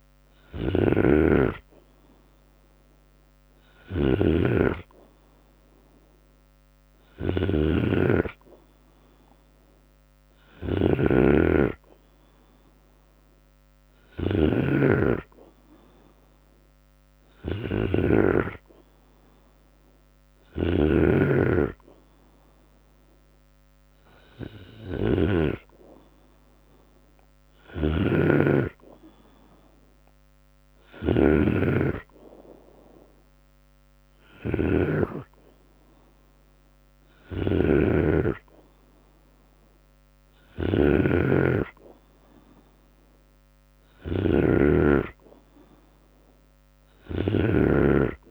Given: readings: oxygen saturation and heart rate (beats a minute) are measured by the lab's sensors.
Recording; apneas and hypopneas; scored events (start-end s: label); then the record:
breathing in sleep by a microphone on the trachea; none
0.00-17.50 s: snoring (device-marked)
16.50-18.50 s: long interval between heartbeats (device-marked, heart rate 76 before, 69 extreme)
19.50-24.50 s: snoring (device-marked)
20.50-22.50 s: long interval between heartbeats (device-marked, heart rate 75 before, 65 extreme)
26.50-48.31 s: snoring (device-marked)
27.50-38.50 s: drop in pulse transit time (device-marked, heart rate 72 before, 72 extreme)
33.50-35.50 s: long interval between heartbeats (device-marked, heart rate 73 before, 75 extreme)
From the record:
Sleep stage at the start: N2 (light sleep); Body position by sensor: on the right side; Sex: male